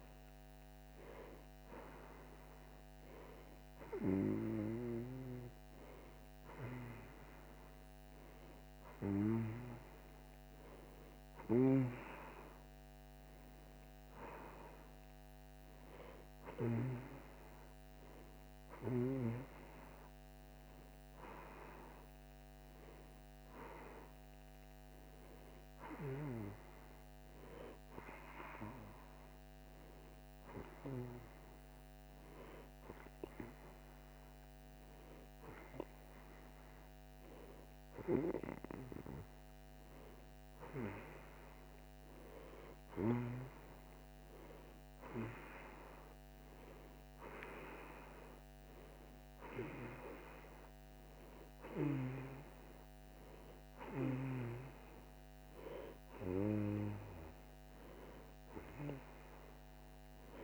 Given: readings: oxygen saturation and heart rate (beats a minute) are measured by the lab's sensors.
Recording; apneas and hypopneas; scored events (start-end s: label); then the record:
breathing in sleep by a microphone on the trachea; none
7.00-60.44 s: new sleep stage, N2 (light sleep)
From the record:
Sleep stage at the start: N1 (lightest sleep); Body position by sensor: on the back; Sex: female